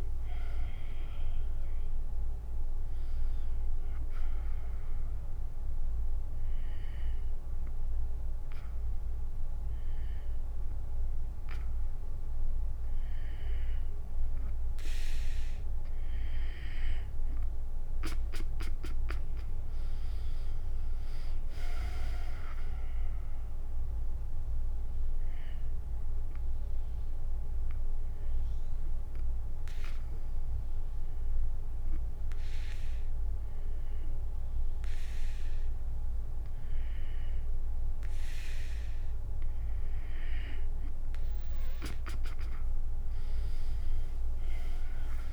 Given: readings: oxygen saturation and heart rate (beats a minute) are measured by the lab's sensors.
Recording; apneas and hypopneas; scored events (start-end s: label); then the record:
breathing in sleep by a room microphone; 2
0.00-3.00 s: tachycardia (device-marked, heart rate 140 extreme)
0.50-2.50 s: arousal
5.50-15.50 s: hypopnea (oxygen 96% before, 92% lowest, heart rate 106 before, 63 extreme, up 28 after)
19.50-23.50 s: arousal
20.00-31.00 s: drop in pulse transit time (device-marked, heart rate 91 before, 66 extreme)
22.00-40.00 s: oxygen desaturation (device-marked, oxygen 96% before, 92% lowest, heart rate 88 before, 63 extreme)
25.00-37.00 s: hypopnea (oxygen 96% before, 92% lowest, heart rate 83 before, 63 extreme, up 36 after)
42.00-45.00 s: tachycardia (device-marked, heart rate 96 before, 99 extreme)
42.00-45.32 s: oxygen desaturation (device-marked, oxygen 97% before, 92% lowest, heart rate 70 before, 66 extreme)
44.00-45.32 s: arousal
44.00-45.32 s: drop in pulse transit time (device-marked, heart rate 70 before, 72 extreme)
From the record:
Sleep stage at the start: N2 (light sleep); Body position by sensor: on the back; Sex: female